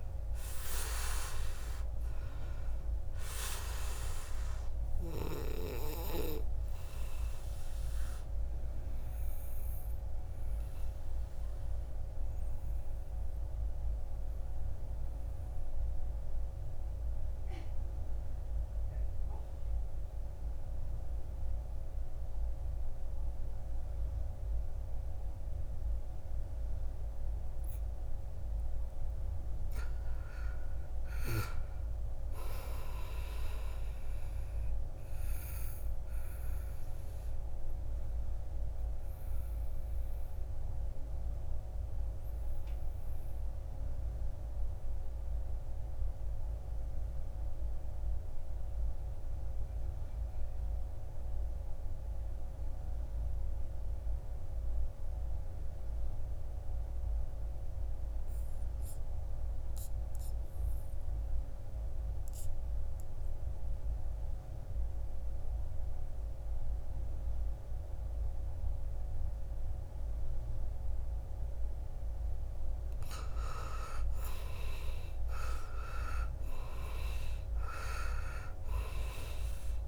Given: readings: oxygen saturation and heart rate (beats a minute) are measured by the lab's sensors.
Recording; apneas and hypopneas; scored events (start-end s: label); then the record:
breathing in sleep by a room microphone; 2
0.00-5.50 s: oxygen desaturation (device-marked, oxygen 89% lowest, heart rate 50 extreme)
8.00-29.00 s: obstructive apnea (oxygen 97% before, 78% lowest, heart rate 62 before, 50 extreme, up 13 after)
12.50-22.50 s: oxygen desaturation (device-marked, oxygen 93% before, 89% lowest, heart rate 61 before, 50 extreme)
30.50-34.00 s: arousal
33.50-57.50 s: oxygen desaturation (device-marked, oxygen 98% before, 88% lowest, heart rate 54 before, 57 extreme)
37.00-72.50 s: obstructive apnea (oxygen 98% before, 74% lowest, heart rate 56 before, 56 extreme, up 8 after)
63.50-79.87 s: oxygen desaturation (device-marked, oxygen 97% before, 74% lowest, heart rate 59 before, 55 extreme)
75.00-78.50 s: arousal
From the record:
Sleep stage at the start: N2 (light sleep); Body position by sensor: on the back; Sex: male